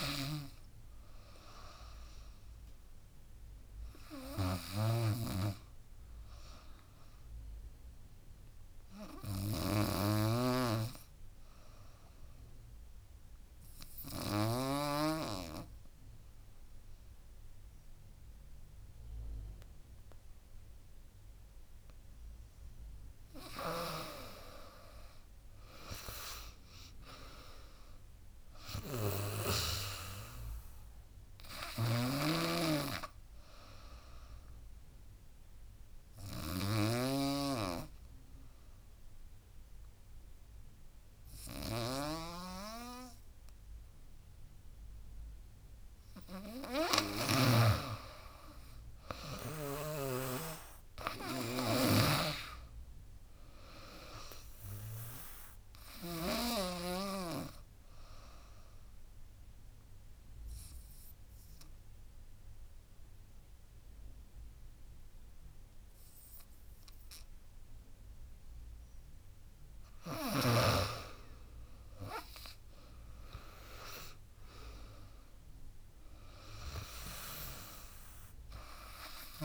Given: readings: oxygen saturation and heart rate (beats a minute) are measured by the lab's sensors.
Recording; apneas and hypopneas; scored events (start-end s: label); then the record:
breathing in sleep by a room microphone; 3
0.00-2.00 s: drop in pulse transit time (device-marked, heart rate 79 extreme)
0.00-9.00 s: oxygen desaturation (device-marked, oxygen 91% lowest, heart rate 74 extreme)
0.00-14.50 s: snoring (device-marked)
8.00-21.50 s: obstructive apnea (oxygen 98% before, 90% lowest, heart rate 83 before, 69 extreme, up 14 after)
22.00-46.00 s: oxygen desaturation (device-marked, oxygen 98% before, 90% lowest, heart rate 78 before, 69 extreme)
23.50-47.50 s: snoring (device-marked)
24.00-28.00 s: arousal
25.00-36.00 s: drop in pulse transit time (device-marked, heart rate 79 before, 78 extreme)
34.00-46.50 s: obstructive apnea (oxygen 98% before, 90% lowest, heart rate 85 before, 69 extreme, up 17 after)
48.50-52.50 s: arousal
49.00-60.00 s: drop in pulse transit time (device-marked, heart rate 78 before, 82 extreme)
52.00-56.50 s: snoring (device-marked)
53.00-67.00 s: oxygen desaturation (device-marked, oxygen 98% before, 93% lowest, heart rate 77 before, 72 extreme)
57.00-69.50 s: obstructive apnea (oxygen 98% before, 91% lowest, heart rate 78 before, 72 extreme, up 16 after)
71.50-74.50 s: arousal
72.00-79.45 s: drop in pulse transit time (device-marked, heart rate 80 before, 79 extreme)
76.00-79.45 s: oxygen desaturation (device-marked, oxygen 97% before, 91% lowest, heart rate 81 before, 72 extreme)
From the record:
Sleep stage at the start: N2 (light sleep); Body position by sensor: on the back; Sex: female